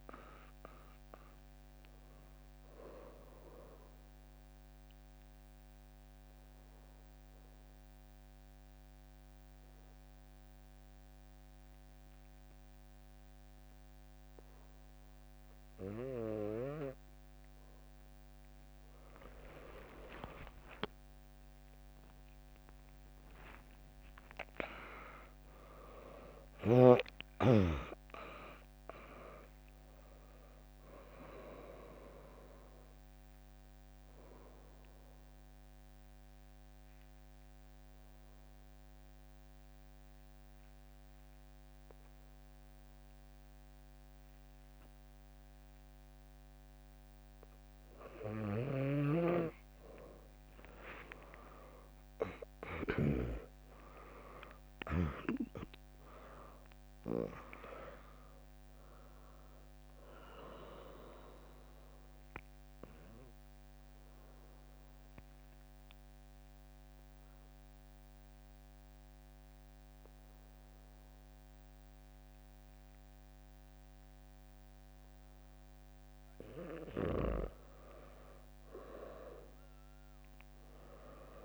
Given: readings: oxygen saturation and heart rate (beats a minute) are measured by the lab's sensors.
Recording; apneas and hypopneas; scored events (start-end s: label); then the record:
breathing in sleep by a microphone on the trachea; 3
0.00-11.50 s: drop in pulse transit time (device-marked, heart rate 71 extreme)
3.00-18.00 s: obstructive apnea (oxygen 100% before, 96% lowest, heart rate 66 before, 56 extreme, up 2 after)
15.50-19.50 s: bradycardia (device-marked, heart rate 76 before, 58 extreme)
19.50-24.00 s: arousal
23.50-35.50 s: drop in pulse transit time (device-marked, heart rate 74 before, 61 extreme)
24.50-44.50 s: oxygen desaturation (device-marked, oxygen 99% before, 96% lowest, heart rate 72 before, 61 extreme)
33.50-48.00 s: obstructive apnea (oxygen 99% before, 96% lowest, heart rate 69 before, 63 extreme, up 8 after)
48.50-53.00 s: snoring (device-marked)
50.50-52.50 s: long interval between heartbeats (device-marked, heart rate 68 before, 69 extreme)
51.00-56.00 s: arousal
53.50-69.50 s: drop in pulse transit time (device-marked, heart rate 66 before, 65 extreme)
59.50-73.50 s: oxygen desaturation (device-marked, oxygen 99% before, 96% lowest, heart rate 67 before, 56 extreme)
61.50-76.50 s: obstructive apnea (oxygen 99% before, 94% lowest, heart rate 68 before, 56 extreme)
74.50-79.50 s: bradycardia (device-marked, heart rate 75 before, 56 extreme)
79.00-81.45 s: arousal
From the record:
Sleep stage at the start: N2 (light sleep); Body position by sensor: on the back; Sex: female